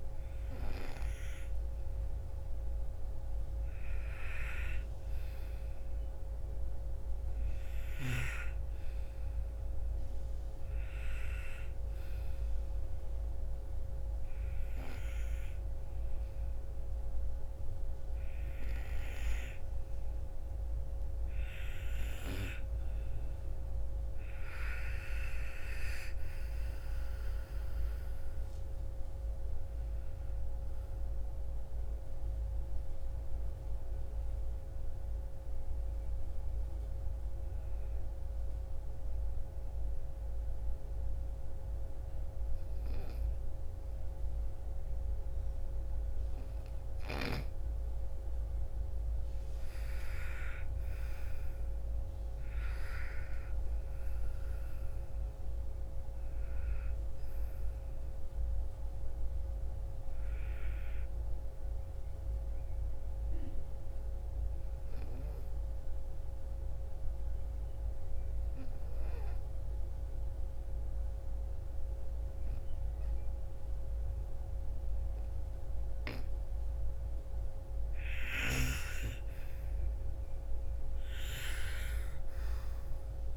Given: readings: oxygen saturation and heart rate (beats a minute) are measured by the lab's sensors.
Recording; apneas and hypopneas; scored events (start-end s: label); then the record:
breathing in sleep by a room microphone; 3
12.00-22.00 s: obstructive apnea (oxygen 96% before, 92% lowest, heart rate 62 before, 55 extreme, up 9 after)
23.50-27.00 s: arousal
31.50-45.00 s: hypopnea (oxygen 96% before, 91% lowest, heart rate 63 before, 48 extreme, up 2 after)
48.00-53.50 s: arousal
59.00-69.00 s: oxygen desaturation (device-marked, oxygen 98% before, 92% lowest, heart rate 58 before, 57 extreme)
62.00-76.50 s: obstructive apnea (oxygen 98% before, 91% lowest, heart rate 60 before, 47 extreme, up 9 after)
78.50-82.00 s: arousal
81.00-83.37 s: oxygen desaturation (device-marked, oxygen 98% before, 91% lowest, heart rate 59 before, 47 extreme)
From the record:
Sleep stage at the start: N2 (light sleep); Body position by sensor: on the right side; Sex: female